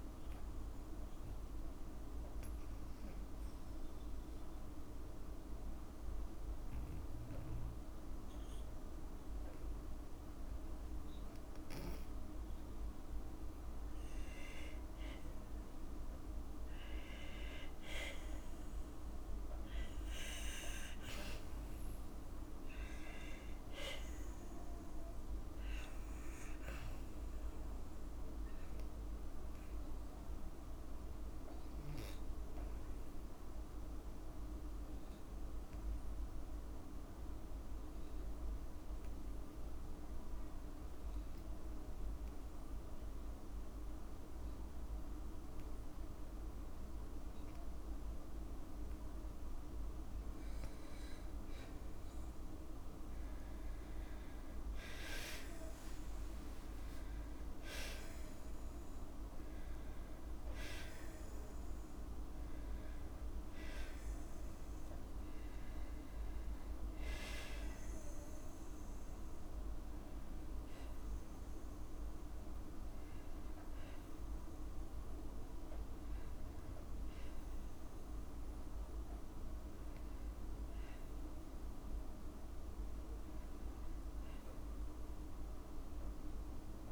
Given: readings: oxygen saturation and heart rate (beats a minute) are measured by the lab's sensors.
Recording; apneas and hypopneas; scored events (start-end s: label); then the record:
breathing in sleep, hard to hear, by a room microphone; 2
1.50-12.50 s: oxygen desaturation (device-marked, oxygen 97% before, 94% lowest, heart rate 57 before, 58 extreme)
6.50-19.50 s: obstructive apnea (oxygen 99% before, 93% lowest, heart rate 58 before, 56 extreme, up 1 after)
21.50-26.00 s: arousal
35.00-47.50 s: hypopnea (oxygen 97% before, 93% lowest, heart rate 58 before, 56 extreme, up 4 after)
39.50-50.50 s: oxygen desaturation (device-marked, oxygen 96% before, 93% lowest, heart rate 58 before, 56 extreme)
51.50-55.00 s: arousal
79.00-83.50 s: arousal
82.50-86.91 s: oxygen desaturation (device-marked, oxygen 96% before, 93% lowest, heart rate 61 before, 55 extreme)
From the record:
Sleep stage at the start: N2 (light sleep); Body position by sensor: on the back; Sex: female